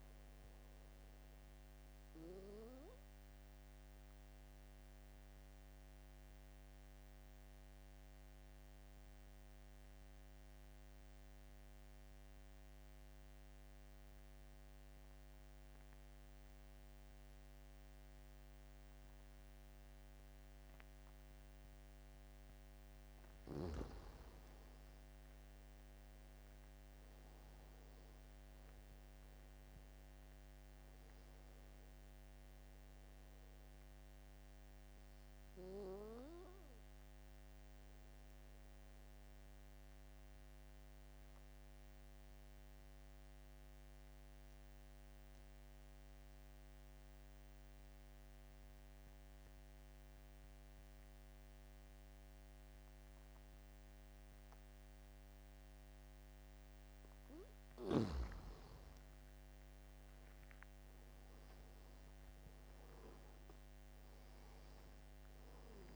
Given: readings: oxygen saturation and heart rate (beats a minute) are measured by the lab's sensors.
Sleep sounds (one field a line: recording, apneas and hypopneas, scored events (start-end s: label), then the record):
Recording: breathing in sleep, hard to hear, by a microphone on the trachea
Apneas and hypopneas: 2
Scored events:
0.00-20.00 s: oxygen desaturation (device-marked, oxygen 82% lowest, heart rate 68 extreme)
3.00-23.00 s: obstructive apnea (oxygen 97% before, 82% lowest, heart rate 86 before, 68 extreme, up 10 after)
24.50-27.00 s: arousal
25.00-36.00 s: oxygen desaturation (device-marked, oxygen 97% before, 91% lowest, heart rate 75 before, 71 extreme)
36.50-57.00 s: obstructive apnea (oxygen 97% before, 82% lowest, heart rate 78 before, 69 extreme, up 10 after)
38.00-50.00 s: oxygen desaturation (device-marked, oxygen 93% before, 85% lowest, heart rate 79 before, 71 extreme)
58.00-65.96 s: oxygen desaturation (device-marked, oxygen 98% before, 82% lowest, heart rate 74 before, 69 extreme)
59.00-62.00 s: arousal
From the record:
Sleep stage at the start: N2 (light sleep)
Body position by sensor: on the back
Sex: male